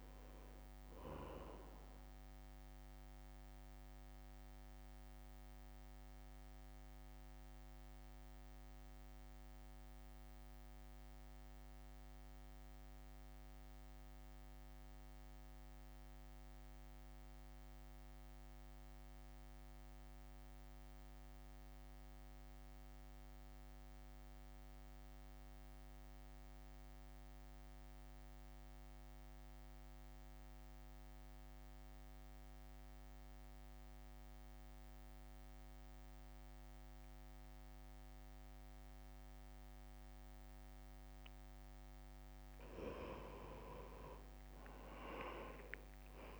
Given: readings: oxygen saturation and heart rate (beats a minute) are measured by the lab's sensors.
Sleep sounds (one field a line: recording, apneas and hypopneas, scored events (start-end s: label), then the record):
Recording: breathing in sleep by a microphone on the trachea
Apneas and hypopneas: 1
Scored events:
0.00-7.50 s: drop in pulse transit time (device-marked, heart rate 56 extreme)
0.00-16.50 s: oxygen desaturation (device-marked, oxygen 89% lowest, heart rate 56 extreme)
2.50-40.00 s: mixed apnea (oxygen 98% before, 84% lowest, heart rate 63 before, 56 extreme, up 1 after)
30.50-46.39 s: oxygen desaturation (device-marked, oxygen 98% before, 84% lowest, heart rate 60 before, 57 extreme)
44.00-46.39 s: arousal
From the record:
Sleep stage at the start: N2 (light sleep)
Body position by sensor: on the right side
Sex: male